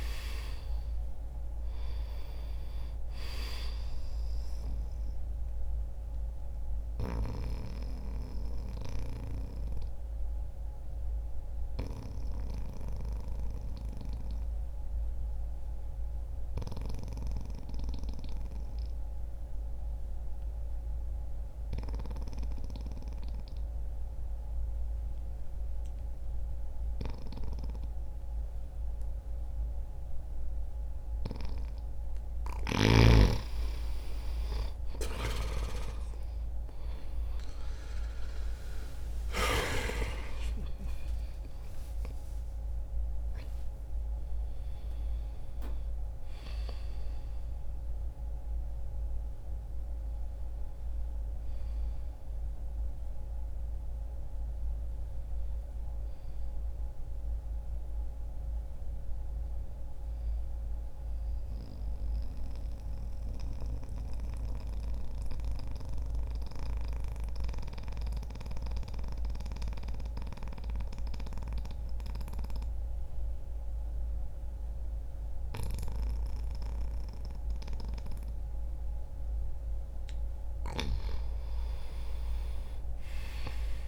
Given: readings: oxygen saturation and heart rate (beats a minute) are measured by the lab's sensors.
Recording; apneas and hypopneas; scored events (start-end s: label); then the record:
breathing in sleep by a room microphone; 2
6.50-29.50 s: obstructive apnea (oxygen 97% before, 89% lowest, heart rate 63 before, 59 extreme, up 3 after)
19.00-28.00 s: oxygen desaturation (device-marked, oxygen 93% before, 89% lowest, heart rate 61 before, 60 extreme)
33.00-55.00 s: oxygen desaturation (device-marked, oxygen 96% before, 91% lowest, heart rate 62 before, 61 extreme)
33.50-38.50 s: arousal
60.50-78.50 s: mixed apnea (oxygen 96% before, 88% lowest, heart rate 76 before, 59 extreme, up 0 after)
80.50-83.88 s: arousal
From the record:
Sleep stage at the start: N2 (light sleep); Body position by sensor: on the back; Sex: male